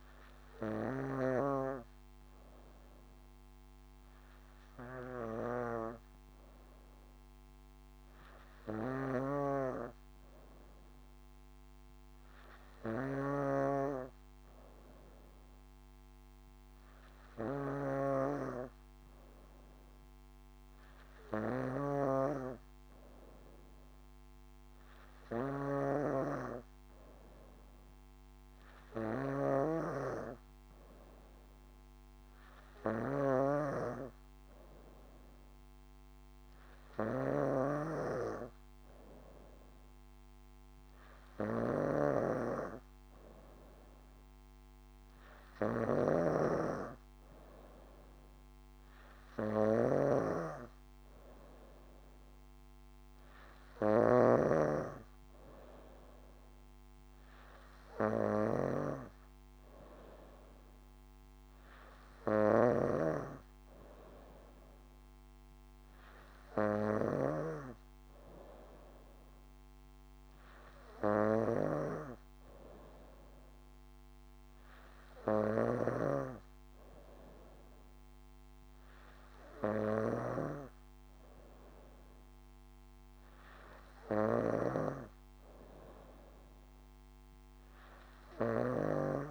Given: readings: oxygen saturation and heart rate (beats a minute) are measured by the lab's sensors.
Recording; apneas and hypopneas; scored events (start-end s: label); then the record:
breathing in sleep by a microphone on the trachea; none
13.00-63.00 s: snoring (device-marked)
84.50-89.31 s: snoring (device-marked)
From the record:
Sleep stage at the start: N3 (deep sleep); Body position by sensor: on the back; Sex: female